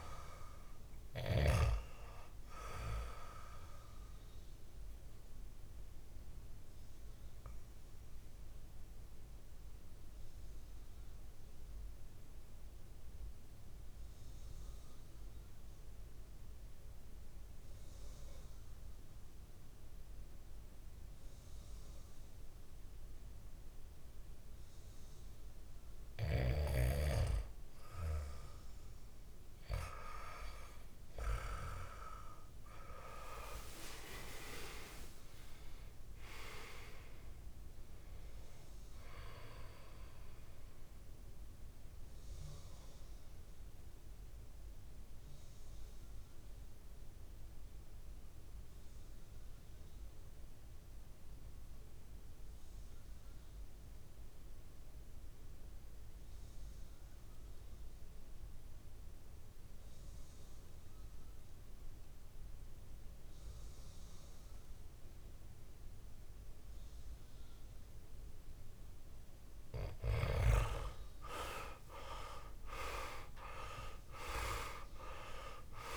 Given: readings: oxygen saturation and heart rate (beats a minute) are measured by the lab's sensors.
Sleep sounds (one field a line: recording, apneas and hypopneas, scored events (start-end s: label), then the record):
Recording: breathing in sleep by a room microphone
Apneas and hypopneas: 2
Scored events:
0.00-17.50 s: oxygen desaturation (device-marked, oxygen 89% lowest, heart rate 53 extreme)
3.50-27.00 s: obstructive apnea (oxygen 99% before, 88% lowest, heart rate 61 before, 51 extreme, up 35 after)
30.00-34.00 s: arousal
33.50-55.50 s: oxygen desaturation (device-marked, oxygen 99% before, 94% lowest, heart rate 58 before, 51 extreme)
40.50-69.00 s: mixed apnea (oxygen 99% before, 88% lowest, heart rate 71 before, 51 extreme, up 9 after)
66.50-75.97 s: oxygen desaturation (device-marked, oxygen 98% before, 88% lowest, heart rate 56 before, 54 extreme)
71.50-75.97 s: arousal
From the record:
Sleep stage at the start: N2 (light sleep)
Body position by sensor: on the back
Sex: male